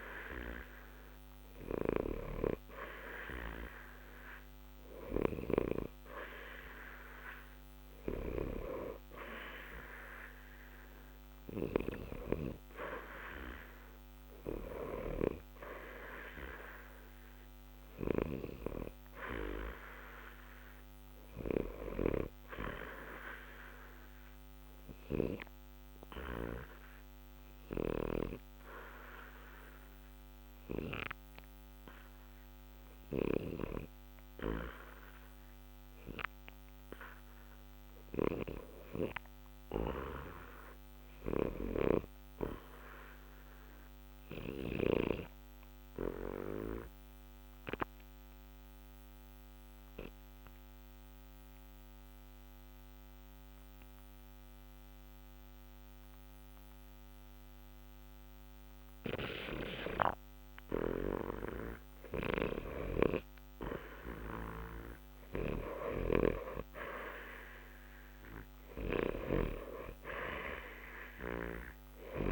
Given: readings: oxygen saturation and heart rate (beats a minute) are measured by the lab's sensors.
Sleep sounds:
breathing in sleep by a microphone on the trachea; 1
4.50-23.50 s: oxygen desaturation (device-marked, oxygen 88% before, 84% lowest, heart rate 60 before, 60 extreme)
44.00-58.00 s: obstructive apnea (oxygen 90% before, 81% lowest, heart rate 60 before, 60 extreme, up 0 after)
55.50-72.32 s: oxygen desaturation (device-marked, oxygen 90% before, 81% lowest, heart rate 60 before, 60 extreme)
59.50-63.00 s: arousal
From the record:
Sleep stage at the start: N2 (light sleep); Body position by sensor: on the back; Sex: male

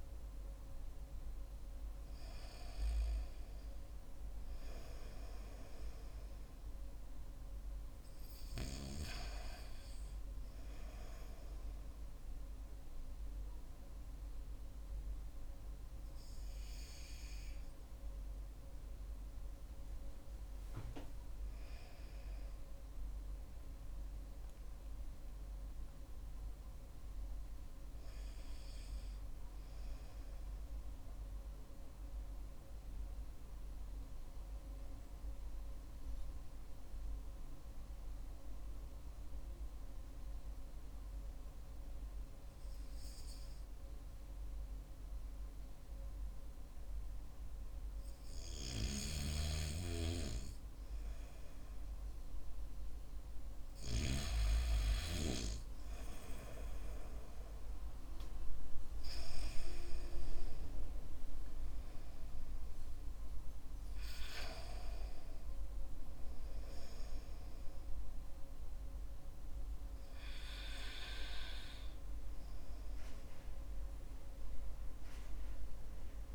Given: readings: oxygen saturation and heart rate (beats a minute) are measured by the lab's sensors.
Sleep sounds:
breathing in sleep by a room microphone; 1
22.00-26.00 s: arousal
32.50-47.00 s: hypopnea (oxygen 97% before, 94% lowest, heart rate 57 before, 49 extreme, up 4 after)
49.00-52.00 s: arousal
From the record:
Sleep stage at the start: N2 (light sleep); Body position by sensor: on the back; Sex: male

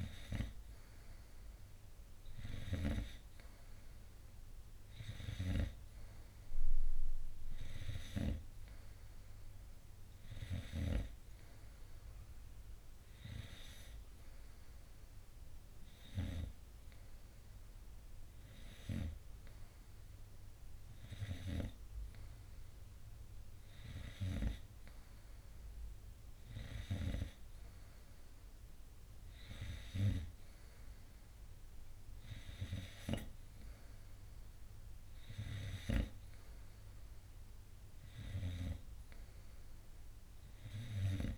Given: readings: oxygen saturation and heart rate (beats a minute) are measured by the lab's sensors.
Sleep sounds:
breathing in sleep by a room microphone; none
none scored
From the record:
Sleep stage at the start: N3 (deep sleep); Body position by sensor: on the front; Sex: male

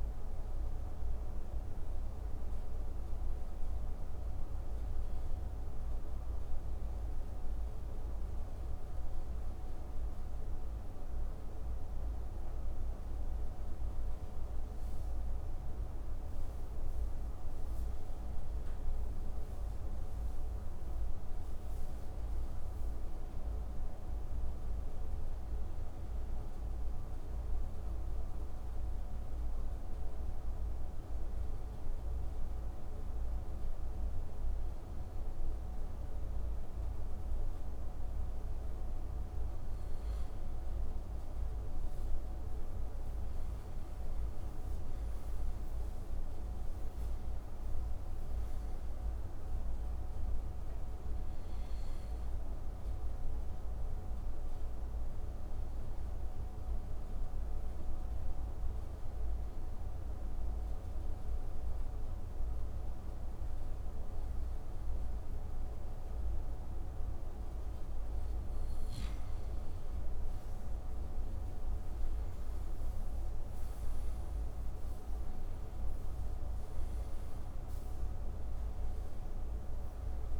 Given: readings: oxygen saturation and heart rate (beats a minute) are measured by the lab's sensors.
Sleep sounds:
breathing in sleep, hard to hear, by a room microphone; 3
0.00-15.00 s: oxygen desaturation (device-marked, oxygen 92% lowest)
1.50-12.50 s: hypopnea (oxygen 96% before, 89% lowest)
15.50-20.00 s: arousal
27.00-39.00 s: obstructive apnea (oxygen 94% before, 88% lowest)
28.00-80.40 s: new sleep stage, N2 (light sleep)
41.50-46.50 s: arousal
50.00-68.00 s: oxygen desaturation (device-marked, oxygen 93% before, 89% lowest)
51.50-66.50 s: obstructive apnea (oxygen 94% before, 88% lowest)
70.00-75.50 s: arousal
79.00-80.40 s: oxygen desaturation (device-marked, oxygen 95% before, 88% lowest)
From the record:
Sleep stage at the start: N1 (lightest sleep); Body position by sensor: on the right side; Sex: male

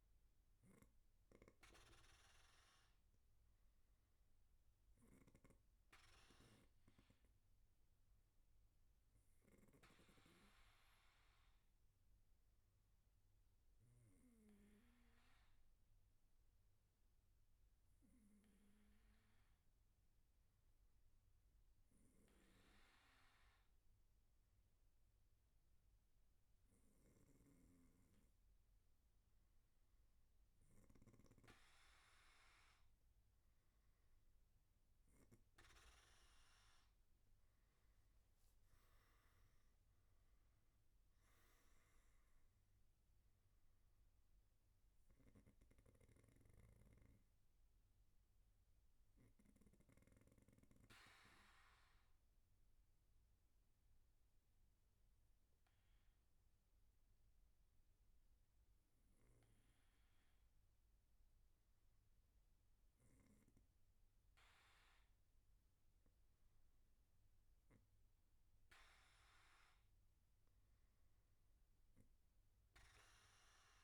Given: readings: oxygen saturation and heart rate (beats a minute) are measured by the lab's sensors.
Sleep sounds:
breathing in sleep, hard to hear, by a room microphone; 2
7.50-26.50 s: obstructive apnea (oxygen 96% before, 94% lowest, heart rate 115 before, 78 extreme, up 5 after)
47.00-62.00 s: obstructive apnea (oxygen 96% before, 94% lowest, heart rate 116 before, 77 extreme, up 24 after)
From the record:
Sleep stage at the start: N1 (lightest sleep); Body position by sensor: on the back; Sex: male

